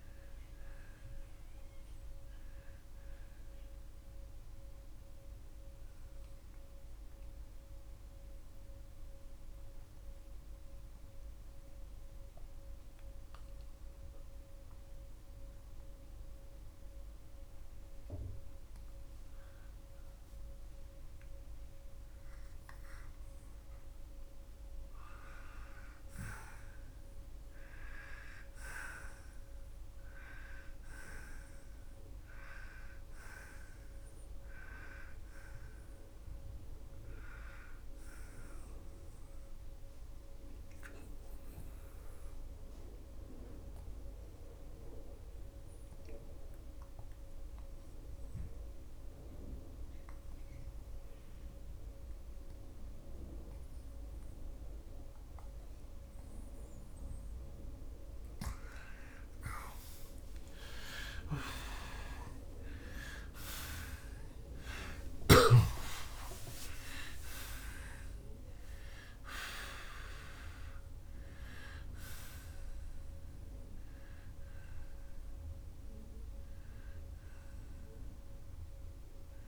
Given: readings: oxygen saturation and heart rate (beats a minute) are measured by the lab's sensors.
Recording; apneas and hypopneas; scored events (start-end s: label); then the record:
breathing in sleep by a room microphone; 2
0.00-3.00 s: oxygen desaturation (device-marked, oxygen 80% lowest)
5.50-18.50 s: central apnea (oxygen 93% before, 85% lowest, heart rate 50 before, 55 extreme, up 10 after)
17.00-34.00 s: oxygen desaturation (device-marked, oxygen 92% before, 85% lowest, heart rate 63 before, 47 extreme)
21.00-24.50 s: arousal
39.00-57.00 s: mixed apnea (oxygen 92% before, 82% lowest, heart rate 72 before, 47 extreme, up 55 after)
45.00-71.00 s: oxygen desaturation (device-marked, oxygen 92% before, 85% lowest, heart rate 71 before, 66 extreme)
58.00-79.48 s: new sleep stage, N1 (lightest sleep)
60.50-66.00 s: arousal
61.00-65.50 s: snoring (device-marked)
From the record:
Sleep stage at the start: N2 (light sleep); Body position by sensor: on the left side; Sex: male